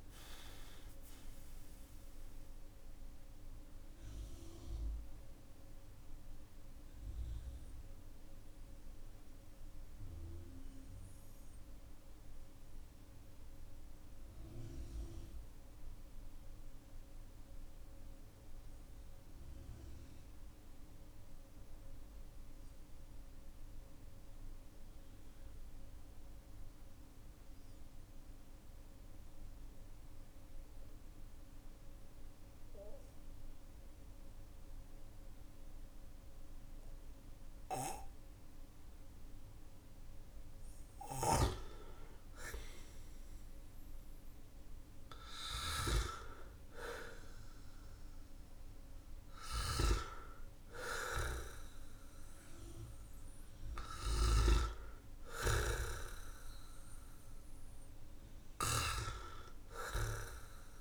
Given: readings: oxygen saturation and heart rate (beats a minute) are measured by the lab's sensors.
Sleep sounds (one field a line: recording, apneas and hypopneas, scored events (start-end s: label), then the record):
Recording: breathing in sleep by a room microphone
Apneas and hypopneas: 1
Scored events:
0.00-23.50 s: oxygen desaturation (device-marked, oxygen 93% lowest, heart rate 47 extreme)
4.00-41.50 s: mixed apnea (oxygen 98% before, 92% lowest, heart rate 52 before, 45 extreme, up 2 after)
43.00-47.00 s: arousal
44.50-60.81 s: oxygen desaturation (device-marked, oxygen 98% before, 92% lowest, heart rate 56 before, 45 extreme)
50.50-58.50 s: snoring (device-marked)
From the record:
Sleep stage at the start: N2 (light sleep)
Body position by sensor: on the back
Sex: male